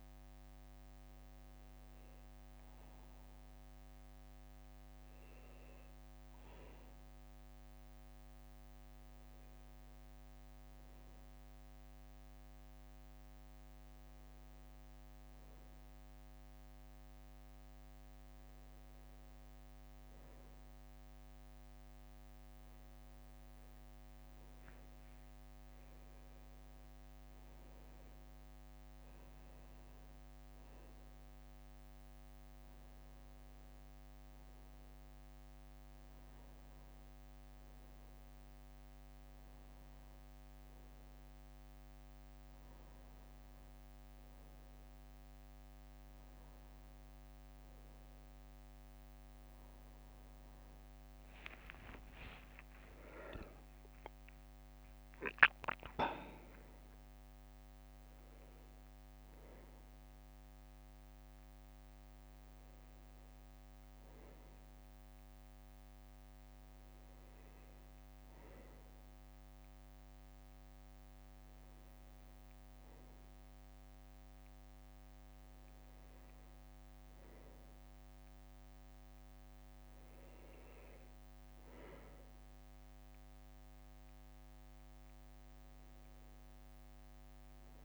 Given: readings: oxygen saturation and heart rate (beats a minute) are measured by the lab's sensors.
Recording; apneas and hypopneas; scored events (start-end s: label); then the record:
breathing in sleep, hard to hear, by a microphone on the trachea; none
0.50-3.50 s: leg movement (device-marked)
23.50-28.00 s: leg movement (device-marked)
50.50-54.00 s: arousal
From the record:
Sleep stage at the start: N1 (lightest sleep); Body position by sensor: on the back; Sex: male